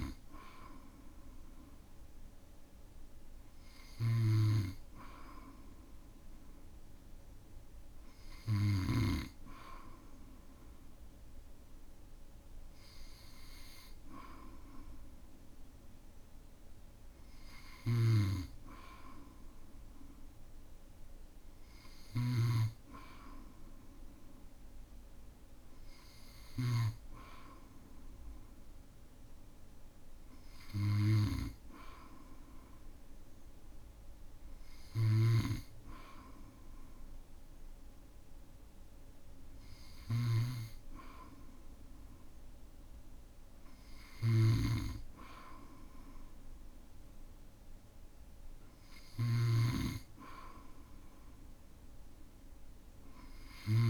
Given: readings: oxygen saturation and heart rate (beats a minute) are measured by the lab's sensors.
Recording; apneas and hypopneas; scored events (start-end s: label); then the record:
breathing in sleep by a room microphone; none
0.00-9.00 s: snoring (device-marked)
17.50-27.00 s: snoring (device-marked)
35.00-53.90 s: snoring (device-marked)
From the record:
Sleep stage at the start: N2 (light sleep); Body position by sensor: on the back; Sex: male